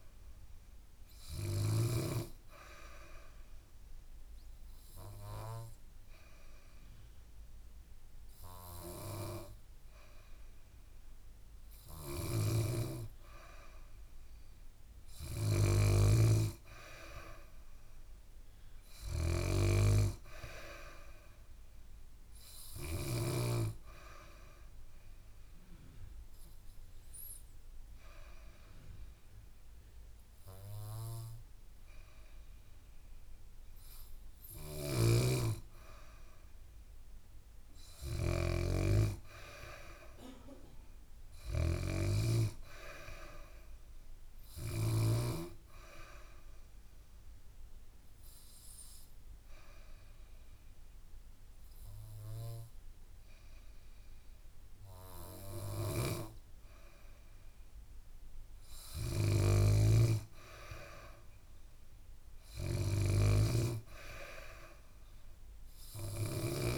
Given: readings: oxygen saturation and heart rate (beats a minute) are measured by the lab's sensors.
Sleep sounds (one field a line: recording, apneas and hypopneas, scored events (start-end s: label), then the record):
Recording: breathing in sleep by a room microphone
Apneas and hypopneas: 3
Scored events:
0.00-1.50 s: snoring (device-marked)
2.00-13.00 s: obstructive apnea (oxygen 96% before, 93% lowest, heart rate 70 before, 65 extreme, up 2 after)
11.50-23.00 s: snoring (device-marked)
15.00-19.00 s: arousal
23.50-35.00 s: obstructive apnea (oxygen 96% before, 93% lowest, heart rate 70 before, 65 extreme, up 1 after)
34.00-44.50 s: snoring (device-marked)
36.50-40.00 s: arousal
45.00-56.50 s: obstructive apnea (oxygen 96% before, 93% lowest, heart rate 67 before, 66 extreme, up 0 after)
58.50-62.00 s: arousal
58.50-66.00 s: snoring (device-marked)
From the record:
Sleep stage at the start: N2 (light sleep)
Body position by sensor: on the back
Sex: female